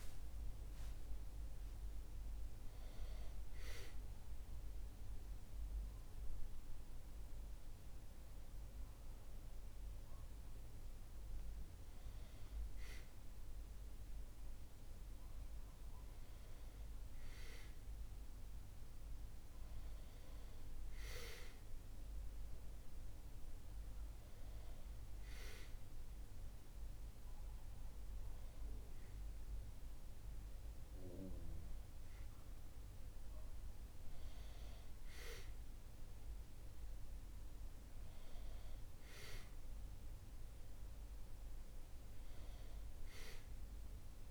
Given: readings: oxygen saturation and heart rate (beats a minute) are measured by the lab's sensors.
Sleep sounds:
breathing in sleep by a room microphone; none
25.50-44.31 s: new sleep stage, N2 (light sleep)
From the record:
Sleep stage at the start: N1 (lightest sleep); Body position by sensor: on the back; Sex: male

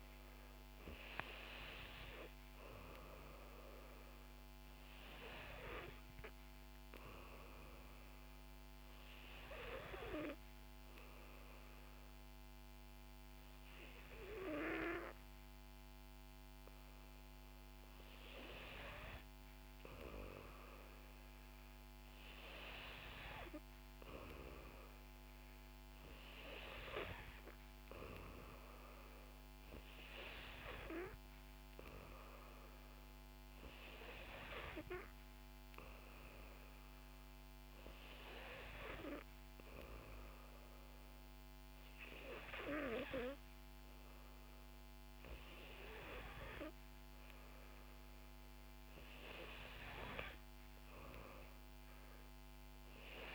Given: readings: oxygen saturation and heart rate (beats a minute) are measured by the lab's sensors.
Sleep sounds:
breathing in sleep by a microphone on the trachea; 1
6.00-18.50 s: hypopnea (oxygen 94% before, 89% lowest, heart rate 62 before, 60 extreme, up 2 after)
20.00-23.00 s: arousal
From the record:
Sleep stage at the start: N2 (light sleep); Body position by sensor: on the back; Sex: female

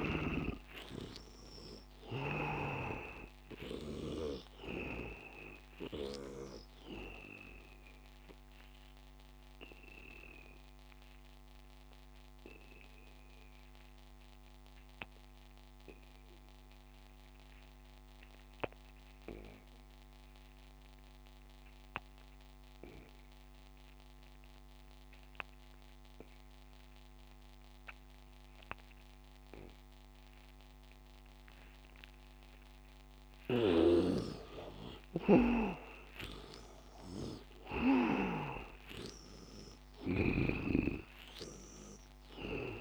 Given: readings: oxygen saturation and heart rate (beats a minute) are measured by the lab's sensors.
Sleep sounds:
breathing in sleep by a microphone on the trachea; 1
0.00-2.50 s: arousal
0.00-6.50 s: snoring (device-marked)
0.00-14.50 s: oxygen desaturation (device-marked, oxygen 80% lowest, heart rate 77 extreme)
7.00-33.50 s: obstructive apnea (oxygen 100% before, 78% lowest, heart rate 88 before, 82 extreme, up 15 after)
26.50-42.81 s: oxygen desaturation (device-marked, oxygen 99% before, 78% lowest, heart rate 92 before, 78 extreme)
33.50-40.50 s: snoring (device-marked)
35.50-39.00 s: arousal
From the record:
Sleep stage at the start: N2 (light sleep); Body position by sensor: on the back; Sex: male

